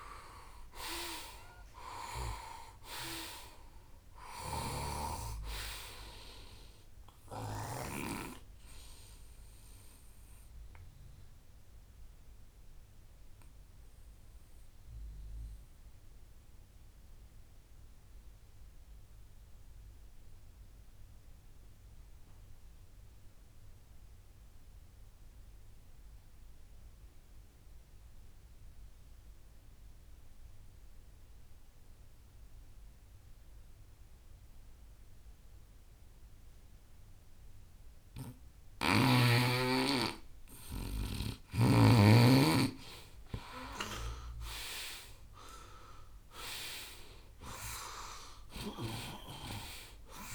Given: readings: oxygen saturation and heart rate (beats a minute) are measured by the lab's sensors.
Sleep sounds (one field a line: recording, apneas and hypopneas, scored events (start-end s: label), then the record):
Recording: breathing in sleep by a room microphone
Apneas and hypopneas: 1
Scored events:
0.00-2.00 s: arousal
0.00-29.00 s: oxygen desaturation (device-marked, oxygen 89% lowest, heart rate 57 extreme)
11.00-38.50 s: mixed apnea (oxygen 98% before, 89% lowest, heart rate 73 before, 57 extreme, up 20 after)
39.00-50.35 s: oxygen desaturation (device-marked, oxygen 98% before, 89% lowest, heart rate 63 before, 58 extreme)
44.00-48.00 s: arousal
From the record:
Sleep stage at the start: N2 (light sleep)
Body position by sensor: on the right side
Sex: male